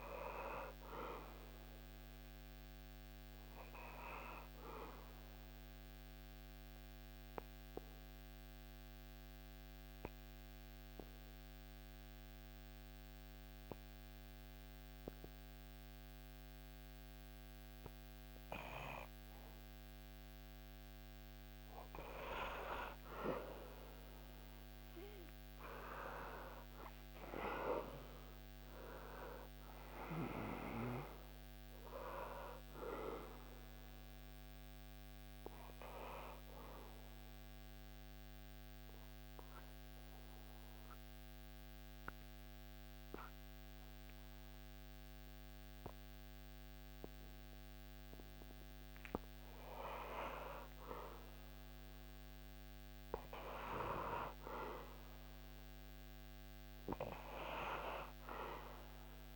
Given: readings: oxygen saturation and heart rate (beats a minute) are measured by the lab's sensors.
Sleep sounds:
breathing in sleep by a microphone on the trachea; 2
0.00-15.00 s: oxygen desaturation (device-marked, oxygen 92% lowest, heart rate 66 extreme)
5.00-19.50 s: obstructive apnea (oxygen 98% before, 92% lowest, heart rate 76 before, 66 extreme, up 4 after)
21.00-26.00 s: arousal
32.00-48.00 s: oxygen desaturation (device-marked, oxygen 98% before, 93% lowest, heart rate 78 before, 66 extreme)
36.00-49.00 s: obstructive apnea (oxygen 98% before, 93% lowest, heart rate 78 before, 72 extreme, up 9 after)
51.50-55.50 s: arousal
From the record:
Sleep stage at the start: N2 (light sleep); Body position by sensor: on the back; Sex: male

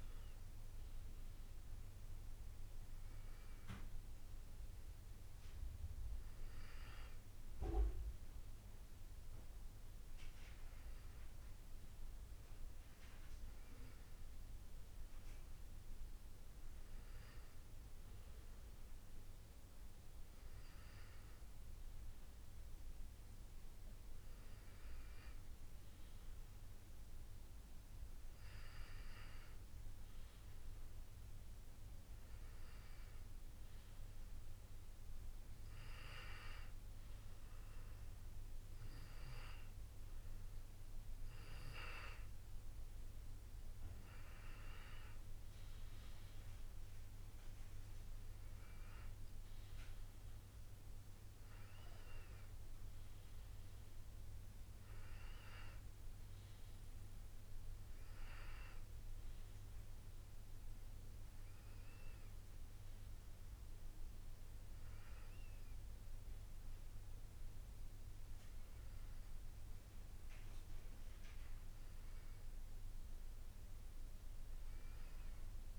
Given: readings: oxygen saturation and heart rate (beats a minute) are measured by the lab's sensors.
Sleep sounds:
breathing in sleep by a room microphone; none
none scored
From the record:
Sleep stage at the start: N2 (light sleep); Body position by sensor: on the back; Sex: male

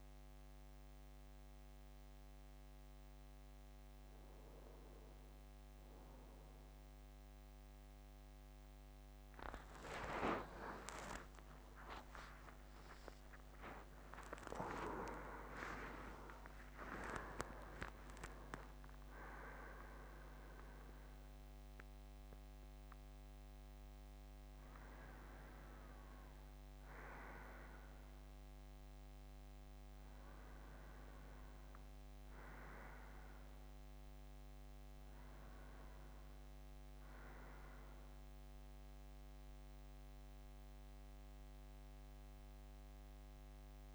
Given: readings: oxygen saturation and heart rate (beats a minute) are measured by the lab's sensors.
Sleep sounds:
breathing in sleep by a microphone on the trachea; none
10.00-16.50 s: arousal
14.00-23.00 s: oxygen desaturation (device-marked, oxygen 96% before, 93% lowest)
20.00-43.95 s: new sleep stage, N2 (light sleep)
From the record:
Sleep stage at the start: N1 (lightest sleep); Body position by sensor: on the front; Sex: male

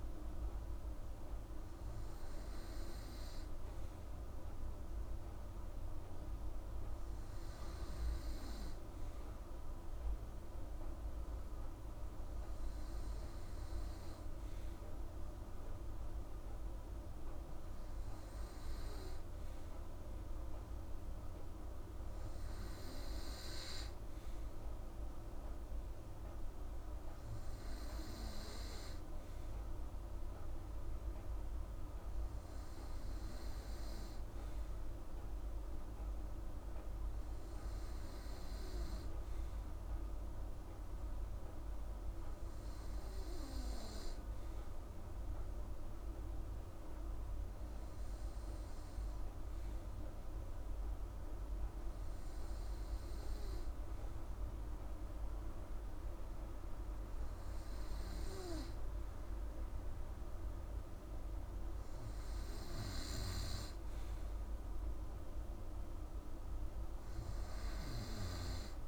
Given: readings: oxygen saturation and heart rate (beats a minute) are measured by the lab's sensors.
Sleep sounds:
breathing in sleep, hard to hear, by a room microphone; none
none scored
From the record:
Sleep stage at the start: N2 (light sleep); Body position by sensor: on the right side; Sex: female

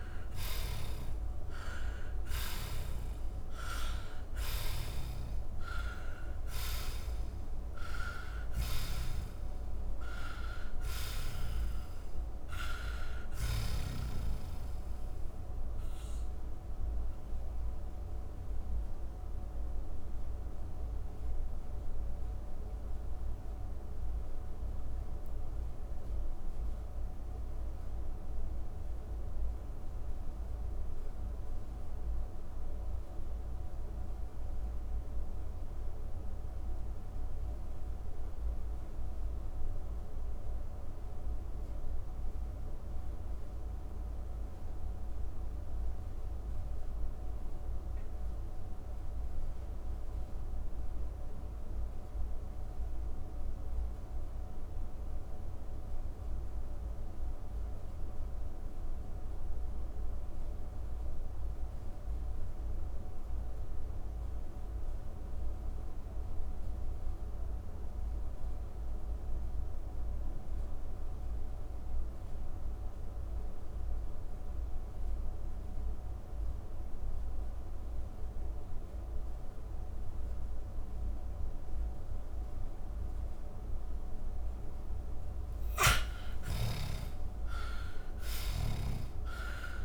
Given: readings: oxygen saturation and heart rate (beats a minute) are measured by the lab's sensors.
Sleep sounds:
breathing in sleep by a room microphone; 1
0.00-2.00 s: snoring (device-marked)
0.00-3.00 s: arousal
0.00-50.00 s: oxygen desaturation (device-marked, oxygen 73% lowest)
15.50-84.50 s: mixed apnea (oxygen 93% before, 73% lowest)
71.00-89.85 s: oxygen desaturation (device-marked, oxygen 98% before, 76% lowest)
85.50-89.85 s: arousal
87.50-89.85 s: snoring (device-marked)
From the record:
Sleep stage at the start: N2 (light sleep); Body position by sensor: on the back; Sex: male

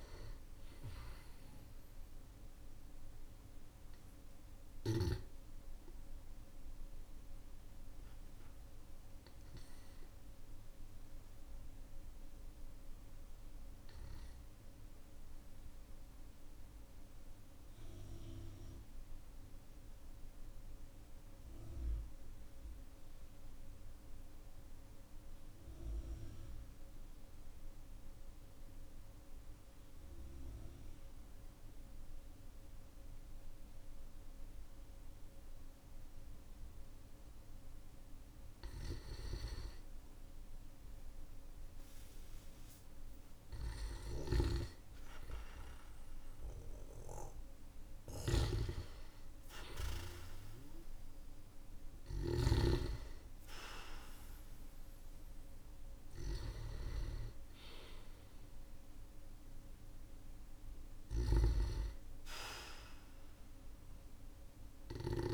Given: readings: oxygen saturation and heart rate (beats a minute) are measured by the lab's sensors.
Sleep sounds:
breathing in sleep by a room microphone; 1
4.00-65.33 s: new sleep stage, N1 (lightest sleep)
10.00-29.00 s: oxygen desaturation (device-marked, oxygen 95% before, 92% lowest, heart rate 53 before, 46 extreme)
14.00-37.00 s: obstructive apnea (oxygen 97% before, 92% lowest, heart rate 52 before, 46 extreme, up 9 after)
40.50-46.00 s: arousal
43.50-52.00 s: snoring (device-marked)
48.00-65.33 s: oxygen desaturation (device-marked, oxygen 98% before, 93% lowest, heart rate 53 before, 43 extreme)
From the record:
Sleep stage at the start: N2 (light sleep); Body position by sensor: on the back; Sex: male

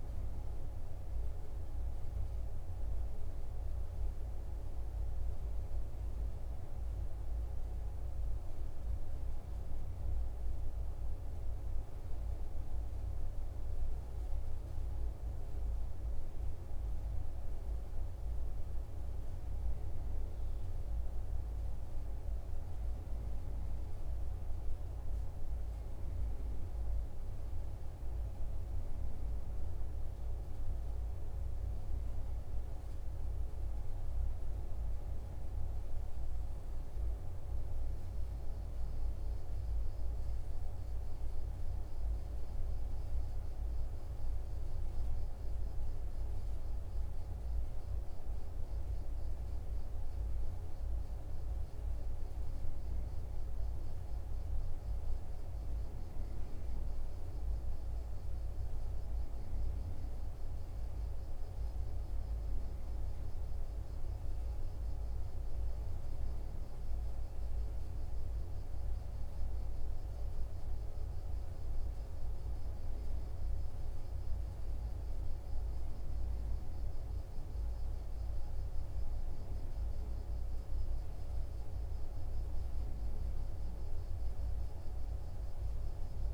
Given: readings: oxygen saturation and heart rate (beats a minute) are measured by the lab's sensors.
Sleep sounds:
breathing in sleep, hard to hear, by a room microphone; none
none scored
From the record:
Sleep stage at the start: N1 (lightest sleep); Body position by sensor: on the right side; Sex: male

